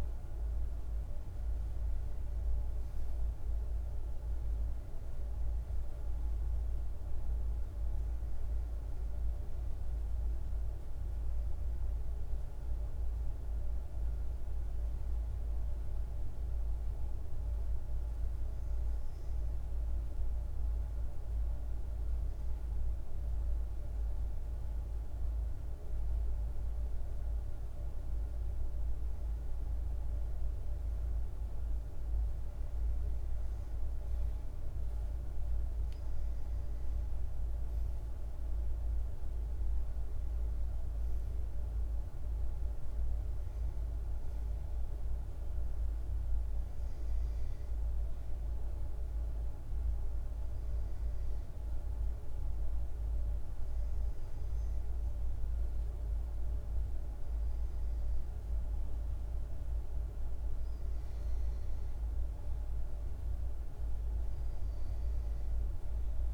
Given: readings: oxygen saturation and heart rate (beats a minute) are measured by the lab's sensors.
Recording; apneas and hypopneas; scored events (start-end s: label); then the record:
breathing in sleep, hard to hear, by a room microphone; none
48.50-66.34 s: new sleep stage, N2 (light sleep)
From the record:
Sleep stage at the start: N1 (lightest sleep); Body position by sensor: on the back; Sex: male